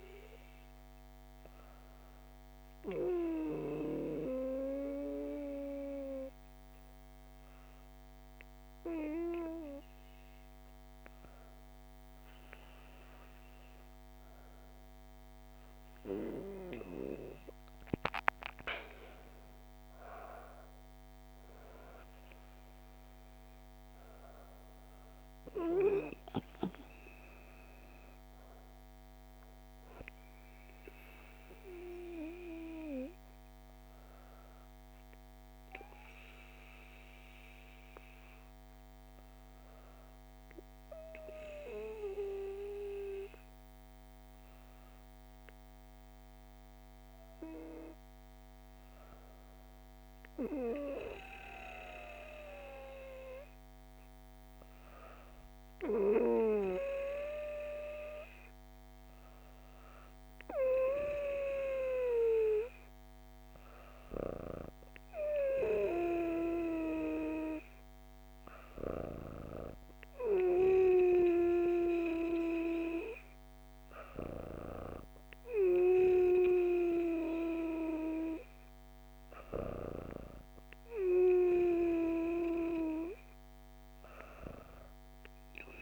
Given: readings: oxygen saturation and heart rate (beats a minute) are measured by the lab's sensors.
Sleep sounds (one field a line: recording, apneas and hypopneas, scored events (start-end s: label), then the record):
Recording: breathing in sleep by a microphone on the trachea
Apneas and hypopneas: 1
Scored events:
1.50-12.50 s: hypopnea (oxygen 97% before, 96% lowest)
17.50-21.00 s: arousal
From the record:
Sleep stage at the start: N2 (light sleep)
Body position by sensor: on the back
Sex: female